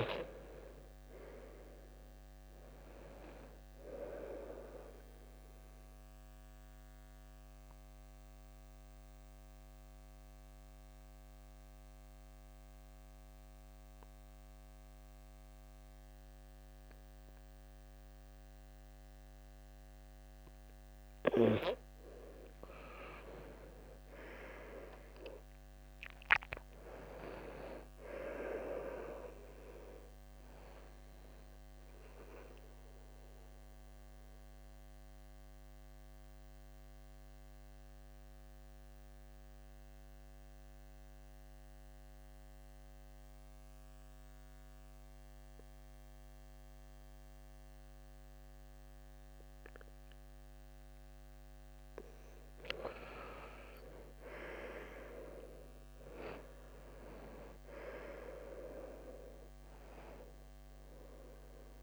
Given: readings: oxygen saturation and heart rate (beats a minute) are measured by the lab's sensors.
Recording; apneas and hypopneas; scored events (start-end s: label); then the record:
breathing in sleep by a microphone on the trachea; 2
0.00-7.50 s: oxygen desaturation (device-marked, oxygen 92% lowest, heart rate 63 extreme)
5.50-21.00 s: mixed apnea (oxygen 96% before, 91% lowest, heart rate 70 before, 63 extreme, up 15 after)
15.50-26.50 s: oxygen desaturation (device-marked, oxygen 99% before, 93% lowest, heart rate 69 before, 66 extreme)
23.00-26.50 s: arousal
30.50-52.00 s: mixed apnea (oxygen 99% before, 91% lowest, heart rate 70 before, 66 extreme, up 7 after)
37.50-54.50 s: oxygen desaturation (device-marked, oxygen 96% before, 91% lowest, heart rate 72 before, 66 extreme)
53.50-58.00 s: arousal
From the record:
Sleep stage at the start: N2 (light sleep); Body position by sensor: on the back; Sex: male